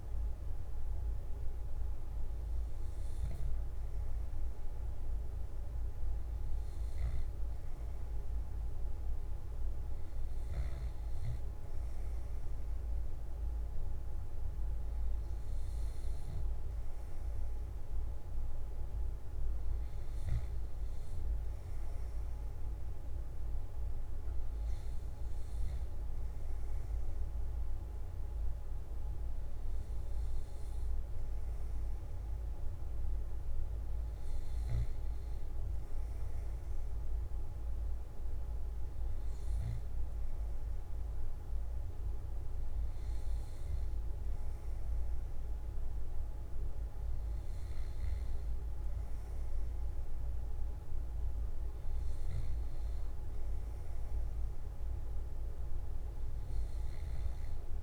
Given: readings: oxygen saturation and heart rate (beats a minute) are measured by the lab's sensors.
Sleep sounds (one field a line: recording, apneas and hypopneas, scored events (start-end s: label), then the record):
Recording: breathing in sleep, hard to hear, by a room microphone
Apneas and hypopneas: none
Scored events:
none scored
From the record:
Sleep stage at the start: N3 (deep sleep)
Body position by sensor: on the left side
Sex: male